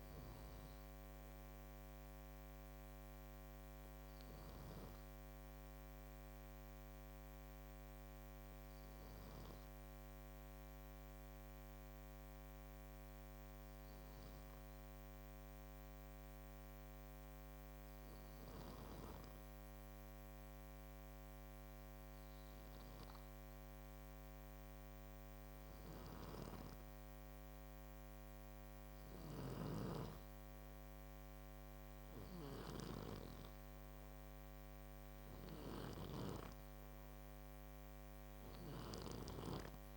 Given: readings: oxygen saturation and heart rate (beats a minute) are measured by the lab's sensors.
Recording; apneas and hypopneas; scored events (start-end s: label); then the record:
breathing in sleep by a microphone on the trachea; 1
2.00-23.00 s: obstructive apnea (heart rate 63 before, 52 extreme, up 4 after)
24.50-28.00 s: arousal
29.00-39.97 s: snoring (device-marked)
From the record:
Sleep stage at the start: N2 (light sleep); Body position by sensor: on the back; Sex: male